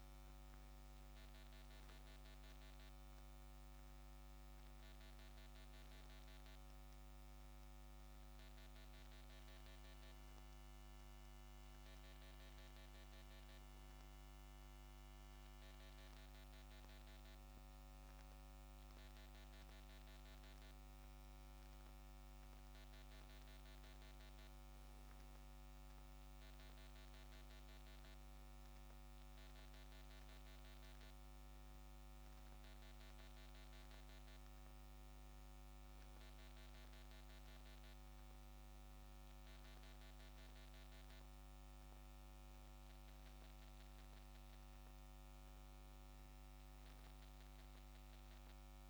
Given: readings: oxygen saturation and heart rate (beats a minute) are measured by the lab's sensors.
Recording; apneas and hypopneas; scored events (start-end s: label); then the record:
breathing in sleep, hard to hear, by a microphone on the trachea; none
none scored
From the record:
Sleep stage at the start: N1 (lightest sleep); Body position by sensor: on the back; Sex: male